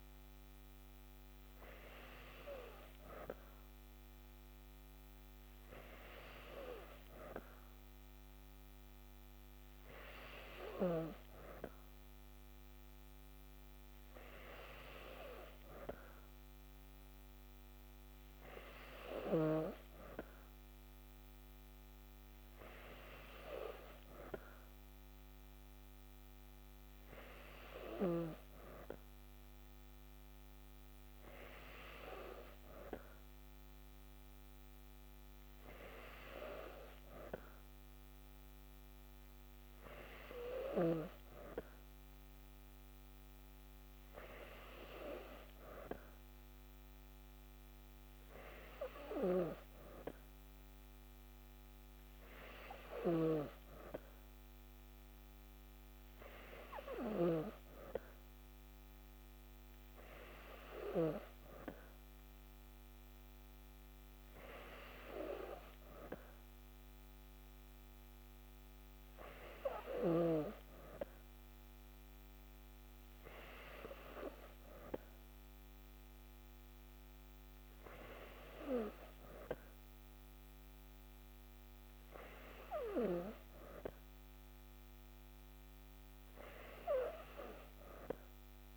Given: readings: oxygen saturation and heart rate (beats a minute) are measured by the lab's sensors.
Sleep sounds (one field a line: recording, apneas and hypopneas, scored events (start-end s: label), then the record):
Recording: breathing in sleep by a microphone on the trachea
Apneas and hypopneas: none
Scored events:
49.00-53.00 s: snoring (device-marked)
From the record:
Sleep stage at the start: N2 (light sleep)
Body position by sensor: on the back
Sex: female